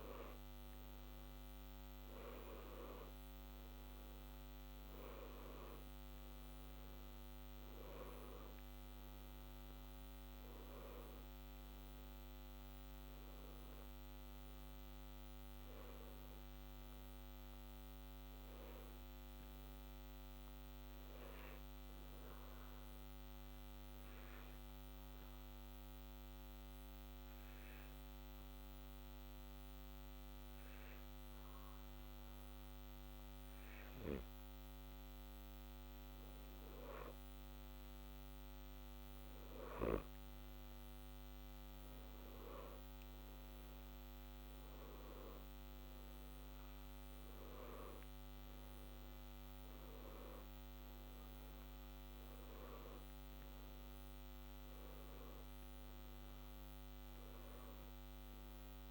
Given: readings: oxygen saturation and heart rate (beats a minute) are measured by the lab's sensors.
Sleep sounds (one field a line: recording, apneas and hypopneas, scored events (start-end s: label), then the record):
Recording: breathing in sleep, hard to hear, by a microphone on the trachea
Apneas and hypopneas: 1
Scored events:
0.00-1.00 s: arousal
6.50-24.50 s: oxygen desaturation (device-marked, oxygen 93% before, 89% lowest, heart rate 62 before, 62 extreme)
20.50-34.00 s: obstructive apnea (oxygen 93% before, 89% lowest, heart rate 62 before, 61 extreme, up 0 after)
51.50-58.91 s: oxygen desaturation (device-marked, oxygen 92% before, 89% lowest, heart rate 62 before, 61 extreme)
From the record:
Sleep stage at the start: N1 (lightest sleep)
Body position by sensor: on the back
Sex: male